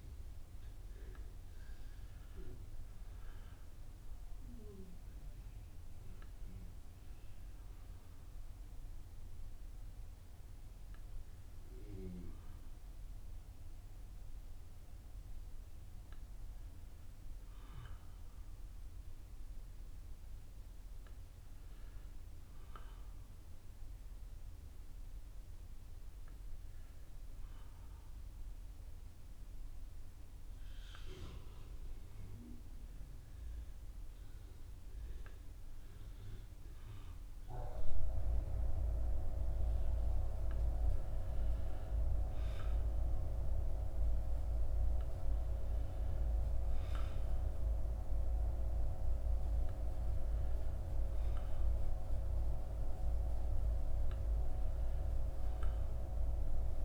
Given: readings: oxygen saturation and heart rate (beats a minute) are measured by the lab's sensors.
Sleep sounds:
breathing in sleep by a room microphone; none
none scored
From the record:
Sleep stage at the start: N1 (lightest sleep); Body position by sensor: on the back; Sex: male

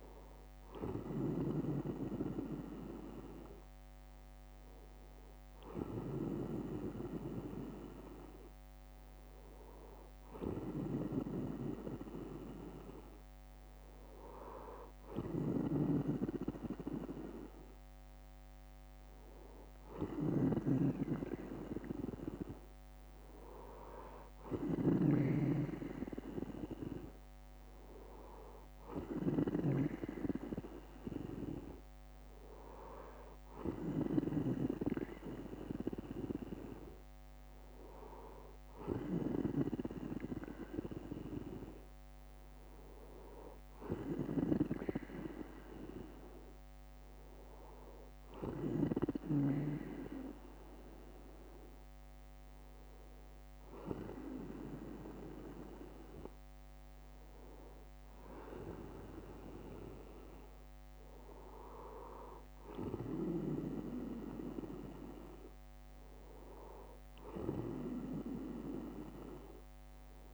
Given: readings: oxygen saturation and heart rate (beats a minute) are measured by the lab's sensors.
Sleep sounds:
breathing in sleep by a microphone on the trachea; none
6.50-8.50 s: bradycardia (device-marked, heart rate 61 before, 61 extreme)
16.50-18.50 s: bradycardia (device-marked, heart rate 61 before, 61 extreme)
19.50-21.50 s: bradycardia (device-marked, heart rate 61 before, 57 extreme)
28.50-30.50 s: bradycardia (device-marked, heart rate 61 before, 68 extreme)
38.50-40.50 s: bradycardia (device-marked, heart rate 61 before, 61 extreme)
41.50-45.50 s: bradycardia (device-marked, heart rate 62 before, 57 extreme)
53.50-55.50 s: bradycardia (device-marked, heart rate 62 before, 60 extreme)
From the record:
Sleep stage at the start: N2 (light sleep); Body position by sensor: on the back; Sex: male

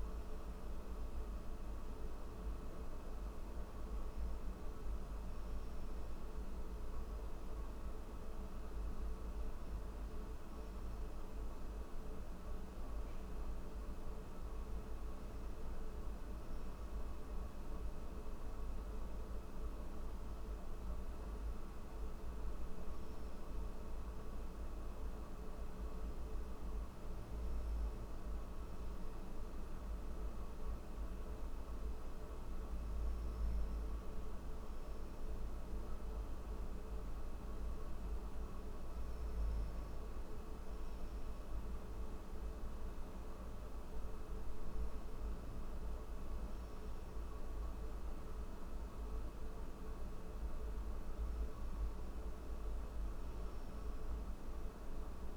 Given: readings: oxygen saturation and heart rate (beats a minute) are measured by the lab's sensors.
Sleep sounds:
breathing in sleep, hard to hear, by a room microphone; none
none scored
From the record:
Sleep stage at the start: N1 (lightest sleep); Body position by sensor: on the back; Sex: male

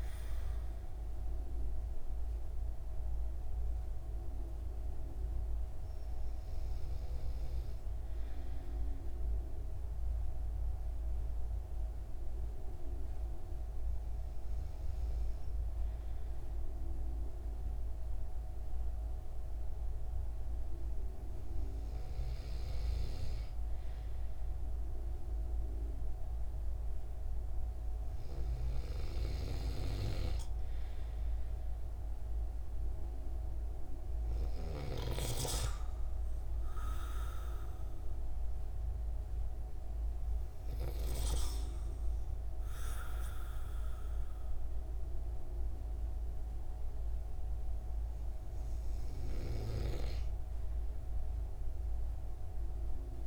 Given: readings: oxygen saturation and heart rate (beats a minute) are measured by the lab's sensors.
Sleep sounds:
breathing in sleep by a room microphone; 1
8.50-21.00 s: hypopnea (oxygen 96% before, 94% lowest)
23.50-27.50 s: arousal
From the record:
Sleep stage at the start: N2 (light sleep); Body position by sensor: on the right side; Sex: male

